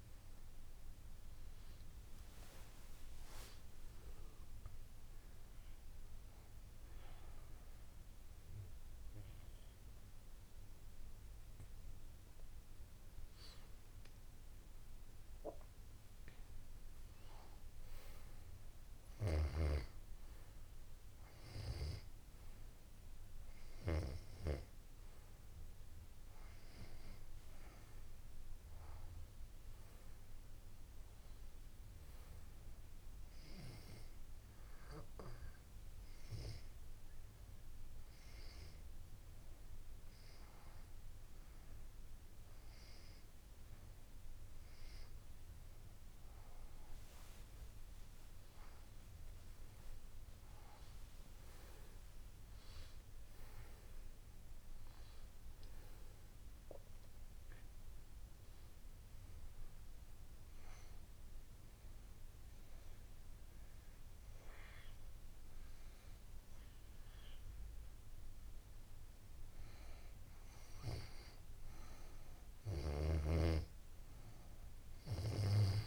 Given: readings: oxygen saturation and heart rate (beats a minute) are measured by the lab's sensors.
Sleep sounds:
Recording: breathing in sleep by a room microphone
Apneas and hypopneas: 2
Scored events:
0.00-2.50 s: arousal
27.00-30.50 s: arousal
33.50-43.50 s: hypopnea (oxygen 95% before, 92% lowest, heart rate 89 before, 84 extreme, up 6 after)
47.50-51.50 s: arousal
57.50-68.00 s: obstructive apnea (oxygen 95% before, 91% lowest, heart rate 89 before, 84 extreme, up 2 after)
70.50-74.00 s: arousal
72.50-75.87 s: oxygen desaturation (device-marked, oxygen 95% before, 92% lowest, heart rate 90 before, 84 extreme)
From the record:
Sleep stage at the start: N2 (light sleep)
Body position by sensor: on the back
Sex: female

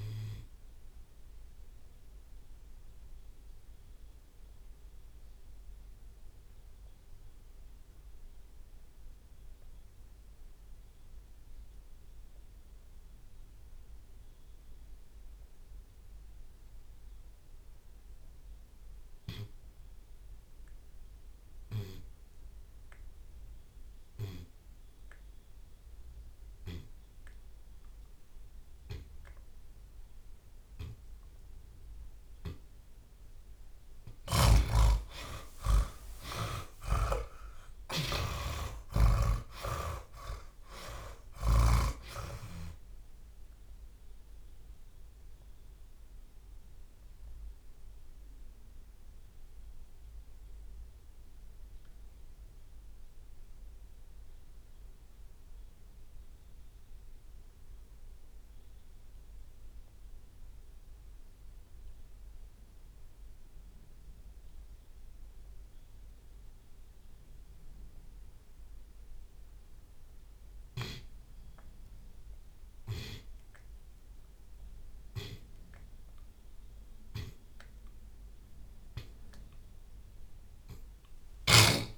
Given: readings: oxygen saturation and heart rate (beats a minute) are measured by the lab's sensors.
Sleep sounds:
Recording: breathing in sleep by a room microphone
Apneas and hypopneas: 2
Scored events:
0.00-2.50 s: drop in pulse transit time (device-marked, heart rate 70 extreme)
0.00-11.50 s: oxygen desaturation (device-marked, oxygen 81% lowest, heart rate 55 extreme)
1.50-22.50 s: obstructive apnea (oxygen 94% before, 68% lowest, heart rate 78 before, 55 extreme, up 27 after)
16.50-32.50 s: oxygen desaturation (device-marked, oxygen 94% before, 68% lowest, heart rate 66 before, 59 extreme)
23.50-25.50 s: long interval between heartbeats (device-marked, heart rate 59 before, 69 extreme)
26.50-28.50 s: long interval between heartbeats (device-marked, heart rate 61 before, 80 extreme)
30.50-32.50 s: long interval between heartbeats (device-marked, heart rate 64 before, 78 extreme)
31.50-37.50 s: tachycardia (device-marked, heart rate 53 before, 131 extreme)
32.50-34.50 s: long interval between heartbeats (device-marked, heart rate 66 before, 87 extreme)
34.50-36.50 s: long interval between heartbeats (device-marked, heart rate 70 before, 118 extreme)
34.50-40.50 s: arousal
34.50-49.50 s: drop in pulse transit time (device-marked, heart rate 70 before, 66 extreme)
36.50-38.50 s: long interval between heartbeats (device-marked, heart rate 77 before, 125 extreme)
47.50-69.00 s: mixed apnea (oxygen 98% before, 74% lowest, heart rate 95 before, 56 extreme, up 6 after)
63.50-75.50 s: oxygen desaturation (device-marked, oxygen 98% before, 74% lowest, heart rate 64 before, 56 extreme)
78.50-81.98 s: tachycardia (device-marked, heart rate 55 before, 170 extreme)
80.50-81.98 s: drop in pulse transit time (device-marked, heart rate 60 before, 89 extreme)
From the record:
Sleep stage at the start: N2 (light sleep)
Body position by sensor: on the back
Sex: male

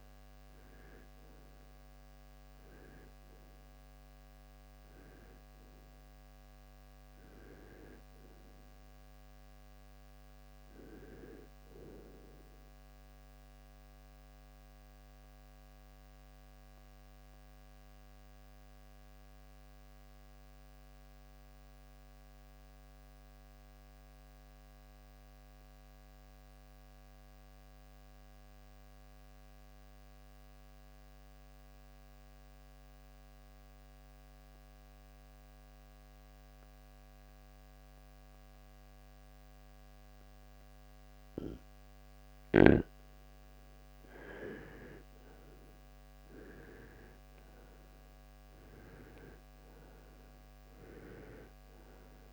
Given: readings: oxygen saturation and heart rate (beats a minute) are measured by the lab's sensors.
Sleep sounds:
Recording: breathing in sleep by a microphone on the trachea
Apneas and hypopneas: 1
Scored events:
13.00-42.50 s: mixed apnea (oxygen 95% before, 82% lowest, heart rate 75 before, 49 extreme, up 17 after)
14.50-33.50 s: oxygen desaturation (device-marked, oxygen 93% before, 82% lowest, heart rate 75 before, 49 extreme)
43.00-48.50 s: arousal
From the record:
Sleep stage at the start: REM sleep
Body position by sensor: on the right side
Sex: male

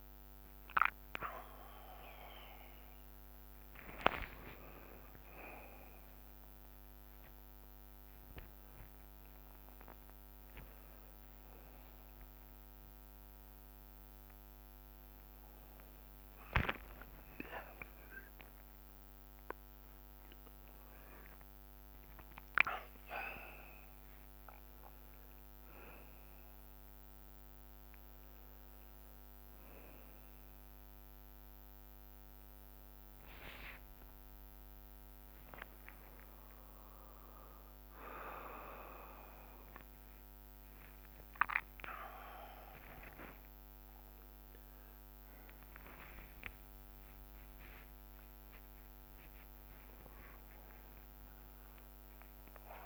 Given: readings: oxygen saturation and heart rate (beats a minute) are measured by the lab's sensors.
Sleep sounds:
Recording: a person awake in a sleep study, by a microphone on the trachea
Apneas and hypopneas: none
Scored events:
1.00-18.00 s: drop in pulse transit time (device-marked, heart rate 64 before, 64 extreme)
6.50-8.50 s: long interval between heartbeats (device-marked, heart rate 64 before, 77 extreme)
13.00-15.00 s: long interval between heartbeats (device-marked, heart rate 73 before, 98 extreme)
15.00-17.00 s: long interval between heartbeats (device-marked, heart rate 77 before, 100 extreme)
17.00-20.00 s: bradycardia (device-marked, heart rate 62 before, 64 extreme)
33.00-37.00 s: bradycardia (device-marked, heart rate 62 before, 59 extreme)
41.00-43.00 s: long interval between heartbeats (device-marked, heart rate 62 before, 69 extreme)
43.00-45.00 s: long interval between heartbeats (device-marked, heart rate 63 before, 78 extreme)
From the record:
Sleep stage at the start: awake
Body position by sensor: on the back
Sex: male

